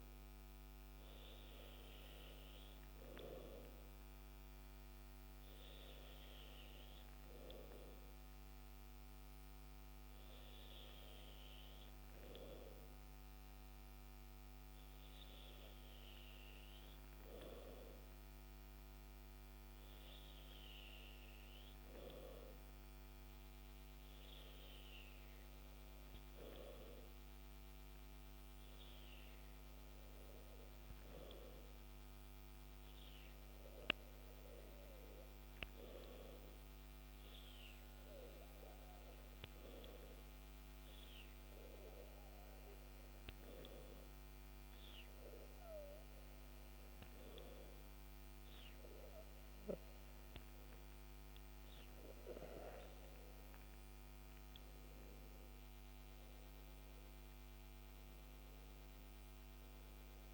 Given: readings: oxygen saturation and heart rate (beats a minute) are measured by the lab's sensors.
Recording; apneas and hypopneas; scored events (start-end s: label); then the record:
breathing in sleep by a microphone on the trachea; 1
28.50-48.50 s: hypopnea (oxygen 97% before, 94% lowest, heart rate 67 before, 65 extreme, up 12 after)
50.50-54.50 s: arousal
From the record:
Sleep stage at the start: N2 (light sleep); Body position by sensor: on the back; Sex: male